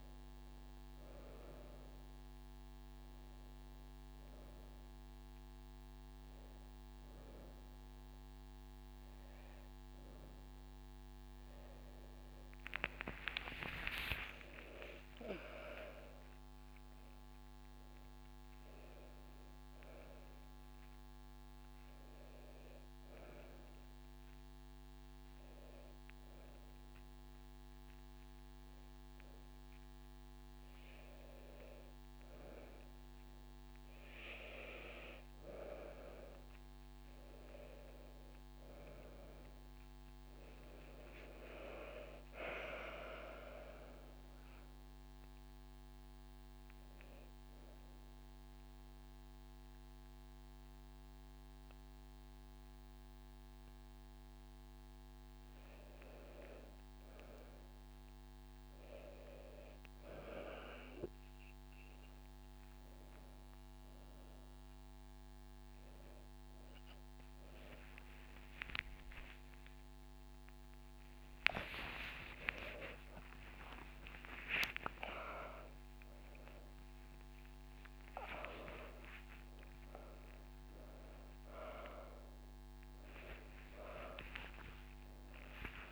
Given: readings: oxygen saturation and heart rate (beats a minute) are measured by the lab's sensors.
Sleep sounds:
a person partly awake in a sleep study, by a microphone on the trachea; none
13.50-18.50 s: arousal
14.00-16.00 s: long interval between heartbeats (device-marked)
23.50-24.50 s: drop in pulse transit time (device-marked)
23.50-25.50 s: long interval between heartbeats (device-marked)
26.50-33.50 s: drop in pulse transit time (device-marked)
30.50-32.50 s: long interval between heartbeats (device-marked)
40.00-42.00 s: long interval between heartbeats (device-marked)
44.50-54.50 s: drop in pulse transit time (device-marked, heart rate 36 before, 33 extreme)
46.00-48.00 s: long interval between heartbeats (device-marked, heart rate 37 before, 38 extreme)
51.00-53.00 s: long interval between heartbeats (device-marked, heart rate 44 before, 50 extreme)
56.50-58.50 s: long interval between heartbeats (device-marked, heart rate 49 before, 27 extreme)
57.50-85.92 s: new sleep stage, awake
62.50-63.50 s: drop in pulse transit time (device-marked)
69.50-71.50 s: long interval between heartbeats (device-marked, heart rate 31 before, 44 extreme)
72.00-74.00 s: long interval between heartbeats (device-marked, heart rate 31 before, 77 extreme)
74.50-76.50 s: long interval between heartbeats (device-marked, heart rate 35 before, 54 extreme)
75.50-84.50 s: drop in pulse transit time (device-marked, heart rate 36 before, 48 extreme)
80.50-82.50 s: long interval between heartbeats (device-marked, heart rate 42 before, 60 extreme)
From the record:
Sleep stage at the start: N2 (light sleep); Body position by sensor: on the back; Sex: female

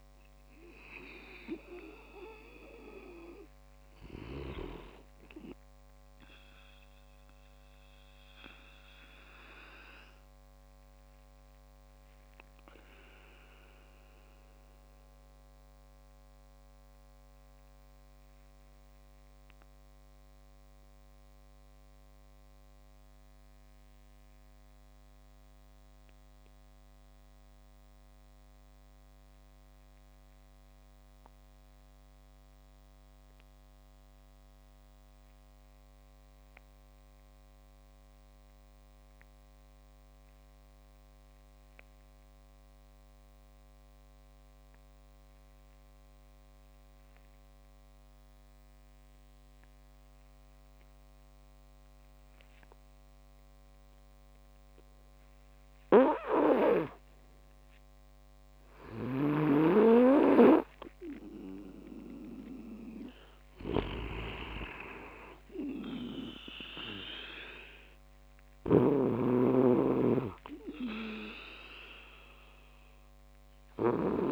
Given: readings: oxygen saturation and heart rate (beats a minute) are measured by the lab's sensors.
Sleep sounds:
breathing in sleep by a microphone on the trachea; 1
0.00-8.50 s: oxygen desaturation (device-marked, oxygen 92% lowest)
0.50-74.32 s: new sleep stage, REM sleep
6.50-54.50 s: obstructive apnea (oxygen 99% before, 87% lowest)
47.50-74.32 s: oxygen desaturation (device-marked, oxygen 99% before, 87% lowest)
56.50-61.00 s: arousal
59.00-74.32 s: snoring (device-marked)
From the record:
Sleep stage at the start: N2 (light sleep); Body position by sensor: on the back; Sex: male

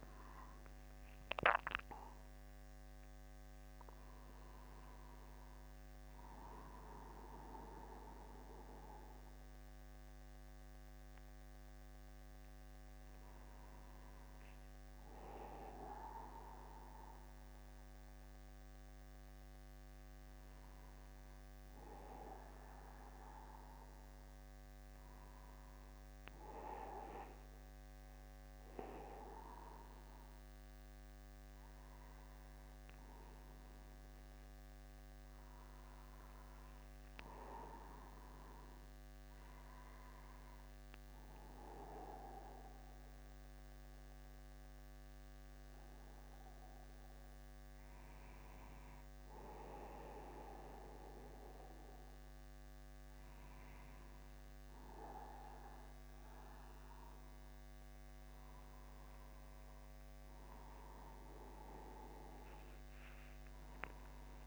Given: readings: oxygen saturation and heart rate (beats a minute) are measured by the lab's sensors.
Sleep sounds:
a person awake in a sleep study, by a microphone on the trachea; none
29.50-31.50 s: long interval between heartbeats (device-marked, heart rate 51 before, 58 extreme)
33.00-35.00 s: long interval between heartbeats (device-marked, heart rate 52 before, 67 extreme)
35.50-37.50 s: long interval between heartbeats (device-marked, heart rate 54 before, 68 extreme)
62.50-64.47 s: long interval between heartbeats (device-marked, heart rate 51 before, 59 extreme)
From the record:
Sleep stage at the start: awake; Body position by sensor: upright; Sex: male

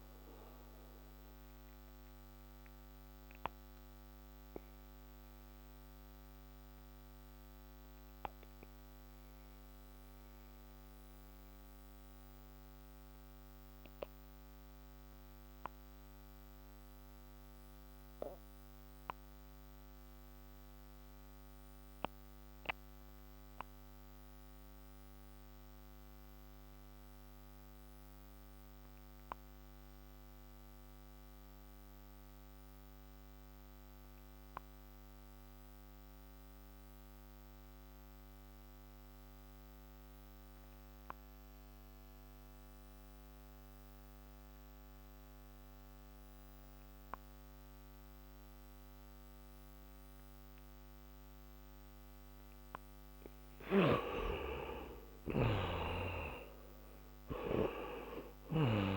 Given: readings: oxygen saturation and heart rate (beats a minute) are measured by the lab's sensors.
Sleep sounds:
breathing in sleep by a microphone on the trachea; 1
0.00-24.50 s: oxygen desaturation (device-marked, oxygen 65% lowest)
1.50-52.50 s: obstructive apnea (oxygen 92% before, 65% lowest)
39.50-58.97 s: oxygen desaturation (device-marked, oxygen 98% before, 65% lowest)
55.00-58.50 s: arousal
From the record:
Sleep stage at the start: REM sleep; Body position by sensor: on the back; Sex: male

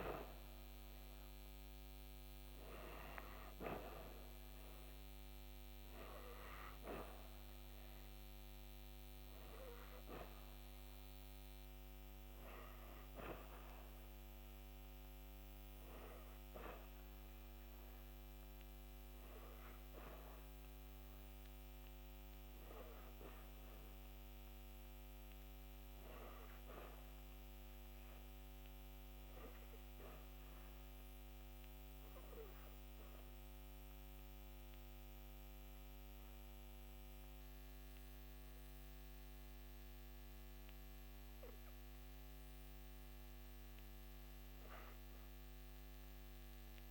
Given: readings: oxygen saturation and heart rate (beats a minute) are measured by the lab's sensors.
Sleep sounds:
breathing in sleep by a microphone on the trachea; 1
0.00-1.00 s: arousal
28.50-42.50 s: obstructive apnea (oxygen 95% before, 87% lowest)
45.50-46.91 s: arousal
From the record:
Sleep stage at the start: REM sleep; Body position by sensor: on the back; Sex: female

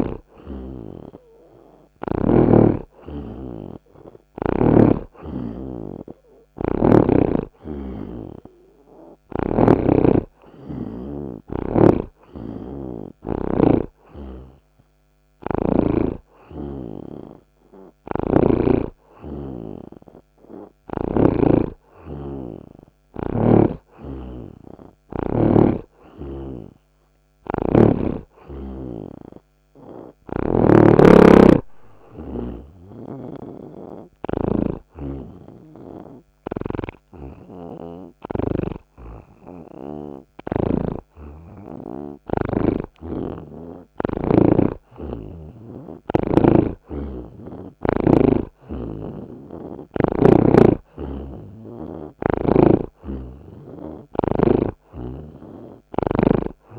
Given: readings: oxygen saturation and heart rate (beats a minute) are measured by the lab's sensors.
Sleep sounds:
breathing in sleep by a microphone on the trachea; 1
10.00-13.50 s: snoring (device-marked)
18.00-21.50 s: snoring (device-marked)
28.50-31.50 s: arousal
31.00-34.50 s: snoring (device-marked)
34.50-44.50 s: hypopnea (oxygen 84% before, 78% lowest)
36.50-41.00 s: snoring (device-marked)
43.00-46.50 s: snoring (device-marked)
48.00-52.00 s: arousal
51.00-54.50 s: snoring (device-marked)
From the record:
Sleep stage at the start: N2 (light sleep); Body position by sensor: on the right side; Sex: male

